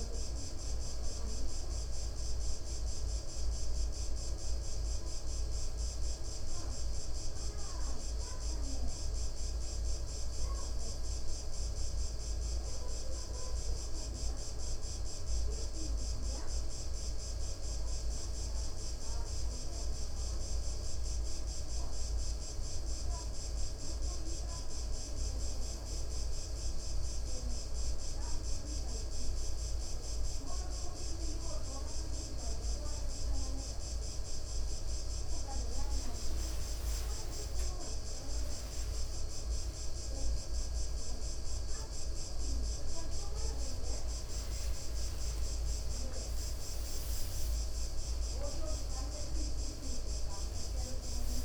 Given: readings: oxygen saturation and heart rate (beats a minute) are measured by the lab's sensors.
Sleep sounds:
a person partly awake in a sleep study, hard to hear, by a room microphone; 1
8.50-19.00 s: hypopnea (oxygen 97% before, 94% lowest, heart rate 62 before, 60 extreme, up 6 after)
30.00-51.45 s: new sleep stage, awake
From the record:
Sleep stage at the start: N2 (light sleep); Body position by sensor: on the right side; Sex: male

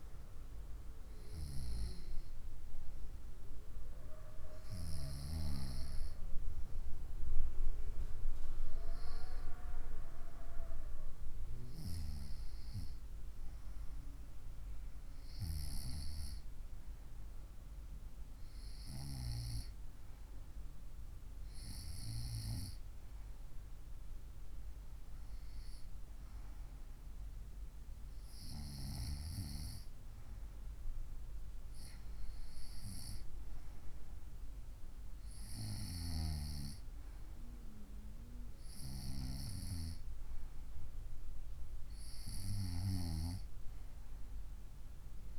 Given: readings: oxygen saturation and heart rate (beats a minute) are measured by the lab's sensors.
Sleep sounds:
a person partly awake in a sleep study, by a room microphone; none
13.50-45.38 s: new sleep stage, N1 (lightest sleep)
From the record:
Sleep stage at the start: awake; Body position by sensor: on the right side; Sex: female

